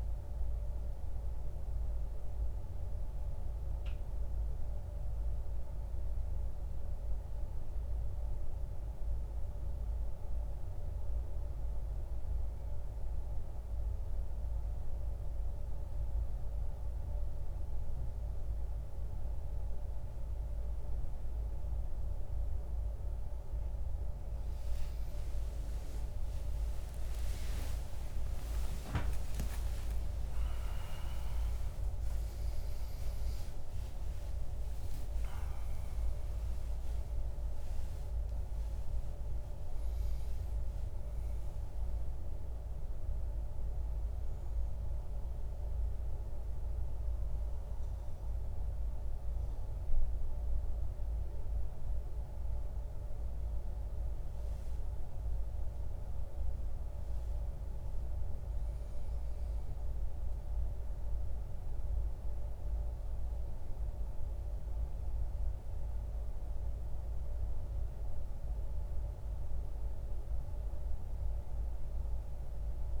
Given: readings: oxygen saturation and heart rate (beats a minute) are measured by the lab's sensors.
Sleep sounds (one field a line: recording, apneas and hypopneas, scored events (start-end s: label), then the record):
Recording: a person partly awake in a sleep study, hard to hear, by a room microphone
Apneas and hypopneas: 1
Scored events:
10.50-40.50 s: new sleep stage, awake
40.50-73.00 s: new sleep stage, N1 (lightest sleep)
45.50-55.50 s: obstructive apnea (oxygen 95% before, 94% lowest, heart rate 115 before, 61 extreme, up 8 after)
58.00-63.00 s: arousal
63.50-73.00 s: oxygen desaturation (device-marked, oxygen 98% before, 94% lowest, heart rate 70 before, 64 extreme)
From the record:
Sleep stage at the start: N2 (light sleep)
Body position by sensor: on the right side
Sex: male